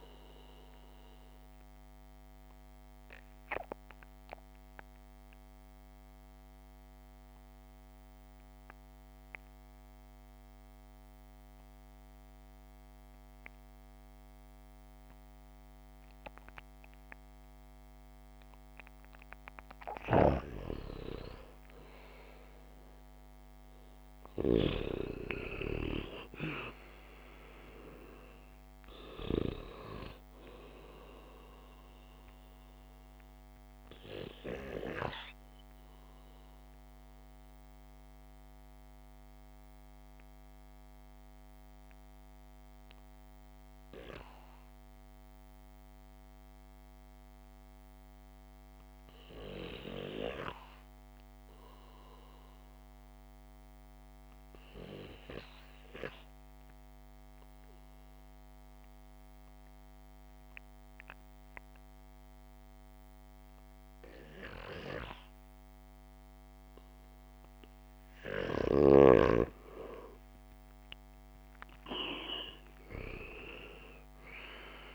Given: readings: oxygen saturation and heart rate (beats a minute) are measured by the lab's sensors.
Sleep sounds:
breathing in sleep by a microphone on the trachea; 2
0.00-19.50 s: oxygen desaturation (device-marked, oxygen 93% lowest, heart rate 54 extreme)
2.00-20.50 s: obstructive apnea (oxygen 99% before, 93% lowest, heart rate 60 before, 54 extreme, up 2 after)
22.00-25.50 s: arousal
36.00-68.00 s: mixed apnea (oxygen 98% before, 90% lowest, heart rate 63 before, 58 extreme, up 4 after)
46.50-53.50 s: oxygen desaturation (device-marked, oxygen 96% before, 93% lowest, heart rate 63 before, 58 extreme)
64.50-74.95 s: oxygen desaturation (device-marked, oxygen 99% before, 90% lowest, heart rate 67 before, 57 extreme)
70.00-74.00 s: arousal
From the record:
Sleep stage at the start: REM sleep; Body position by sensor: on the back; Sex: male

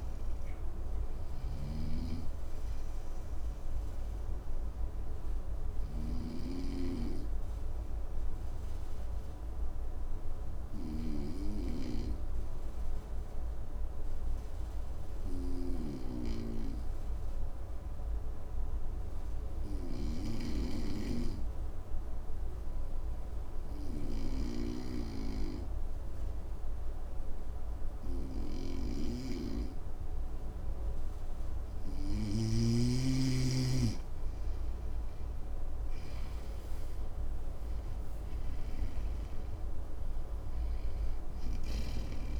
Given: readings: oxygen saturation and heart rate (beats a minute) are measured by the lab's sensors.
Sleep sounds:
breathing in sleep by a room microphone; 1
0.00-5.50 s: snoring (device-marked)
3.50-32.50 s: obstructive apnea (oxygen 97% before, 93% lowest, heart rate 60 before, 55 extreme, up 9 after)
25.50-42.40 s: oxygen desaturation (device-marked, oxygen 99% before, 93% lowest, heart rate 56 before, 54 extreme)
31.50-35.50 s: snoring (device-marked)
36.00-41.00 s: arousal
37.50-42.40 s: snoring (device-marked)
From the record:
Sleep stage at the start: N2 (light sleep); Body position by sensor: on the front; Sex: male

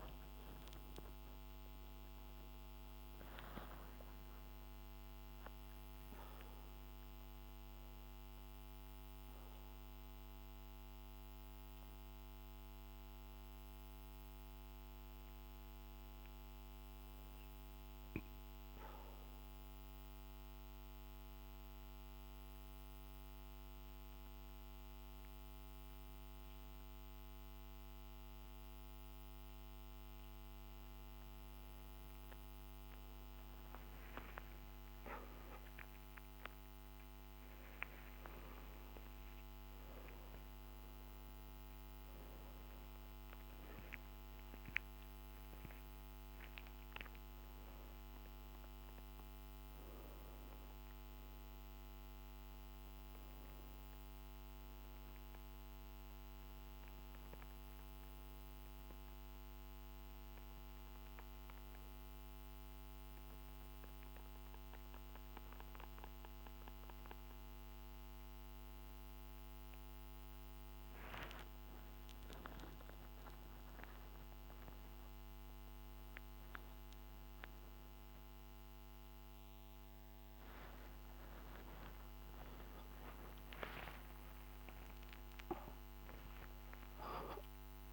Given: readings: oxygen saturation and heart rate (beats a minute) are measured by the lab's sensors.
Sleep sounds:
a person awake in a sleep study, hard to hear, by a microphone on the trachea; none
none scored
From the record:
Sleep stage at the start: awake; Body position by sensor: upright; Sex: male

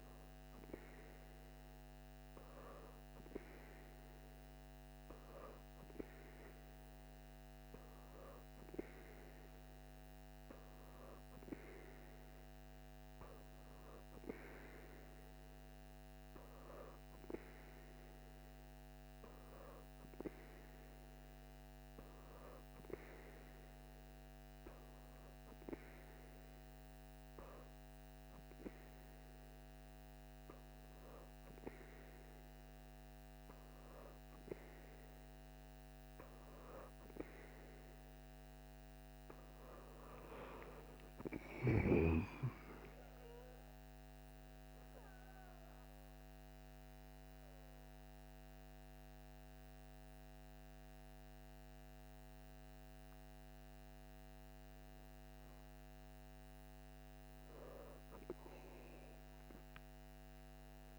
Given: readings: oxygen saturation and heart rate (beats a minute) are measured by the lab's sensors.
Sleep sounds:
breathing in sleep by a microphone on the trachea; 1
20.50-60.99 s: new sleep stage, N2 (light sleep)
40.50-44.00 s: arousal
45.50-56.50 s: hypopnea (oxygen 88% before, 87% lowest, heart rate 115 before, 112 extreme)
From the record:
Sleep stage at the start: N3 (deep sleep); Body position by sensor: on the back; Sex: female

